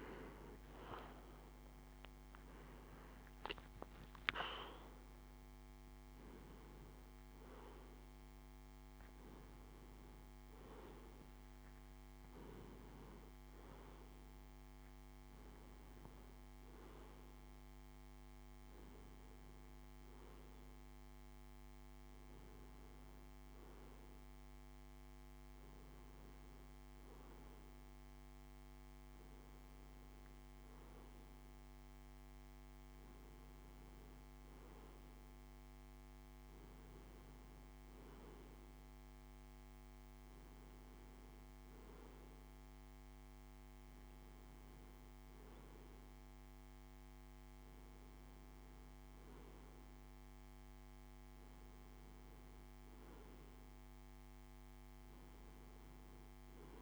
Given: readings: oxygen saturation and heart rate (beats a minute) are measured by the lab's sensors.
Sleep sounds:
a person partly awake in a sleep study, hard to hear, by a microphone on the trachea; none
4.00-56.82 s: new sleep stage, N1 (lightest sleep)
From the record:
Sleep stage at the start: awake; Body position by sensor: on the right side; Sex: male

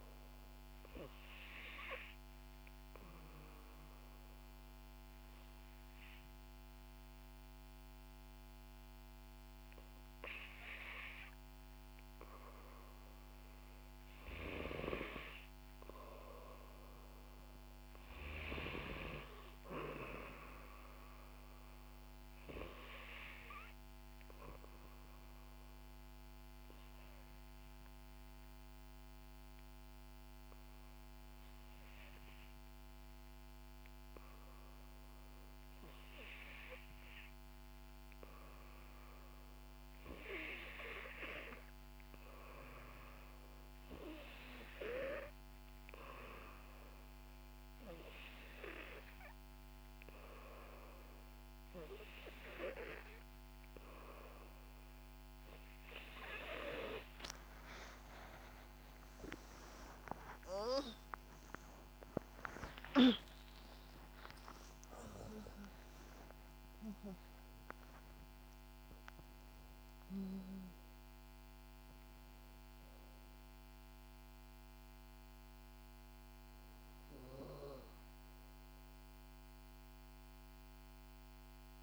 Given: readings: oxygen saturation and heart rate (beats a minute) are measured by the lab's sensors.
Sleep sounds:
breathing in sleep by a microphone on the trachea; 2
2.50-13.50 s: obstructive apnea (oxygen 91% before, 88% lowest, heart rate 65 before, 60 extreme, up 3 after)
16.00-19.50 s: arousal
25.00-36.50 s: obstructive apnea (oxygen 94% before, 88% lowest, heart rate 63 before, 60 extreme, up 5 after)
38.50-42.00 s: arousal
46.00-67.00 s: oxygen desaturation (device-marked, oxygen 94% before, 89% lowest, heart rate 63 before, 64 extreme)
58.50-65.00 s: arousal
62.50-64.50 s: long interval between heartbeats (device-marked, heart rate 65 before, 79 extreme)
63.00-81.83 s: new sleep stage, N2 (light sleep)
69.00-74.00 s: oxygen desaturation (device-marked, oxygen 91% before, 88% lowest, heart rate 71 before, 66 extreme)
From the record:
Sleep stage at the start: N3 (deep sleep); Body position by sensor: on the back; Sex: female

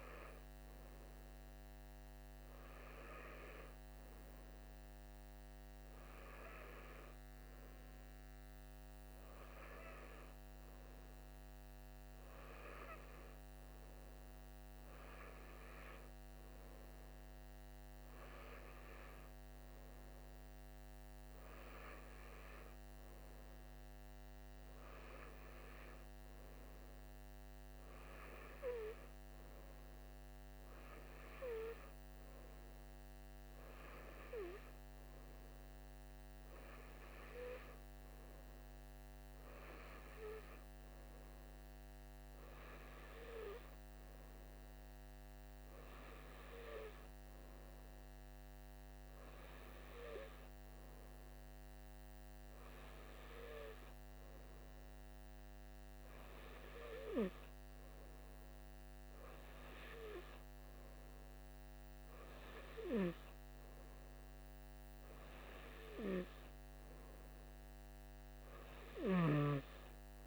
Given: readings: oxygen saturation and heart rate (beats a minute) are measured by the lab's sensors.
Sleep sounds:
breathing in sleep by a microphone on the trachea; none
none scored
From the record:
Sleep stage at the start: N3 (deep sleep); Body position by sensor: on the right side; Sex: male

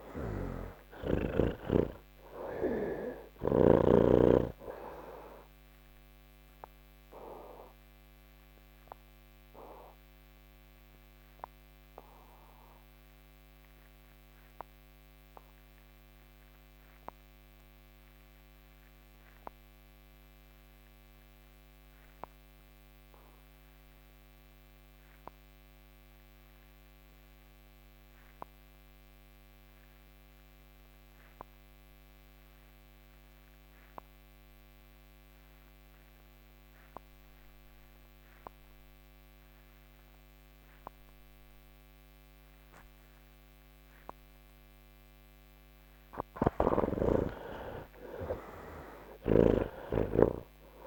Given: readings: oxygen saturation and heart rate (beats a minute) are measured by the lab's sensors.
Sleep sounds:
breathing in sleep by a microphone on the trachea; 1
0.00-1.50 s: snoring (device-marked)
0.00-24.50 s: oxygen desaturation (device-marked, oxygen 64% lowest, heart rate 109 extreme)
10.00-46.50 s: obstructive apnea (oxygen 85% before, 64% lowest, heart rate 161 before, 107 extreme, up 39 after)
26.50-50.87 s: oxygen desaturation (device-marked, oxygen 96% before, 65% lowest, heart rate 133 before, 107 extreme)
46.00-49.50 s: snoring (device-marked)
From the record:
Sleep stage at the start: N1 (lightest sleep); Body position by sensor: on the back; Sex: male

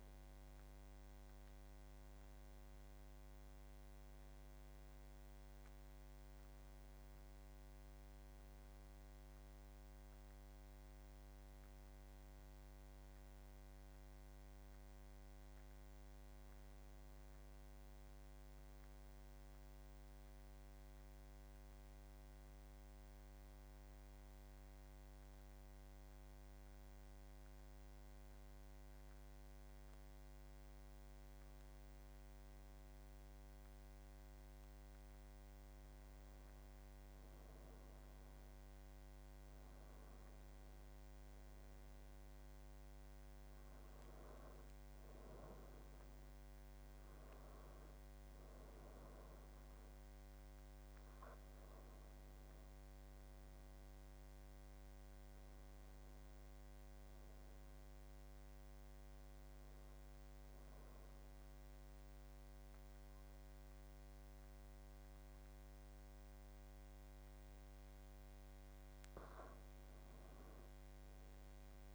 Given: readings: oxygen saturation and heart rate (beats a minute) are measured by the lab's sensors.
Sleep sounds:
breathing in sleep, hard to hear, by a microphone on the trachea; none
29.00-71.95 s: new sleep stage, N2 (light sleep)
38.00-57.00 s: oxygen desaturation (device-marked, oxygen 95% before, 92% lowest, heart rate 80 before, 78 extreme)
From the record:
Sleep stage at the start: N1 (lightest sleep); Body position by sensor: on the back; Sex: male

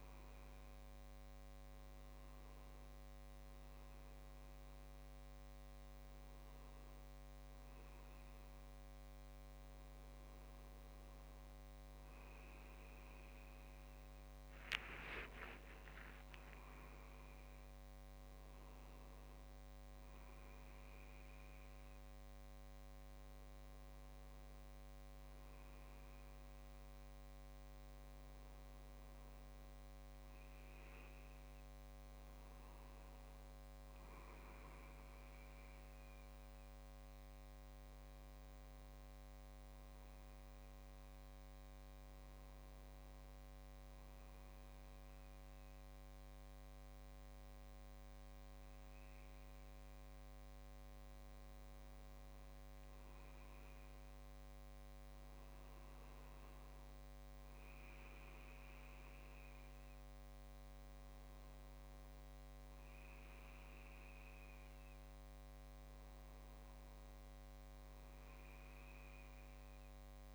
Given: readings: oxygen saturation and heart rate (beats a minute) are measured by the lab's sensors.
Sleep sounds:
breathing in sleep, hard to hear, by a microphone on the trachea; none
15.00-19.00 s: arousal
From the record:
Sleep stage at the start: N2 (light sleep); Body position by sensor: on the back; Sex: male

